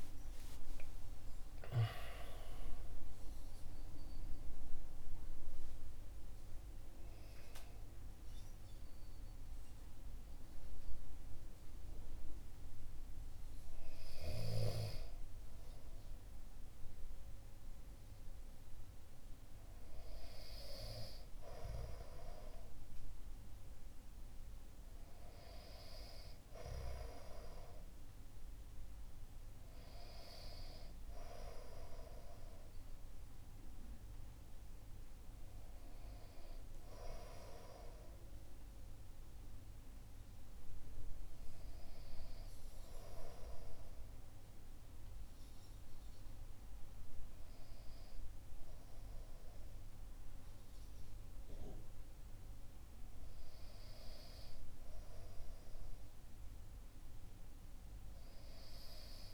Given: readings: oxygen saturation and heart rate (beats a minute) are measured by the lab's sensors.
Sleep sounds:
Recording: breathing in sleep by a room microphone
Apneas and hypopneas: none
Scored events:
24.50-36.50 s: oxygen desaturation (device-marked, oxygen 99% before, 95% lowest, heart rate 67 before, 58 extreme)
43.50-59.34 s: new sleep stage, N2 (light sleep)
From the record:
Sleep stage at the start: N1 (lightest sleep)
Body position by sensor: on the back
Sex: male

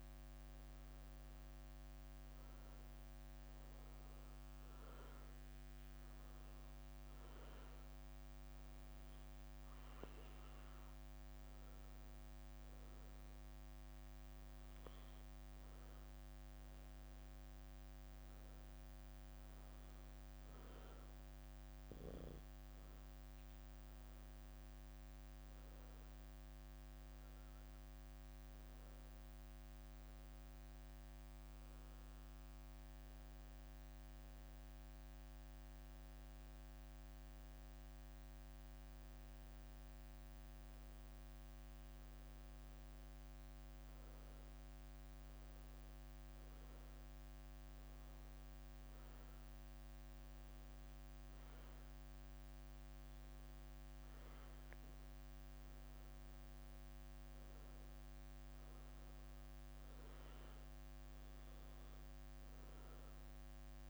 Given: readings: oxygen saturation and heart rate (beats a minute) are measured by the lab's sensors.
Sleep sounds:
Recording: breathing in sleep, hard to hear, by a microphone on the trachea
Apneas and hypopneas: 2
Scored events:
0.00-4.00 s: arousal
8.50-19.50 s: obstructive apnea (oxygen 95% before, 92% lowest, heart rate 75 before, 71 extreme, up 4 after)
13.50-22.00 s: leg movement (device-marked)
20.50-24.50 s: arousal
23.50-32.50 s: leg movement (device-marked)
34.00-39.50 s: leg movement (device-marked)
46.00-56.50 s: hypopnea (oxygen 94% before, 91% lowest, heart rate 74 before, 71 extreme, up 3 after)
50.50-63.90 s: new sleep stage, N2 (light sleep)
58.50-62.50 s: arousal
From the record:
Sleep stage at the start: N1 (lightest sleep)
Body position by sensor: on the back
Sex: female

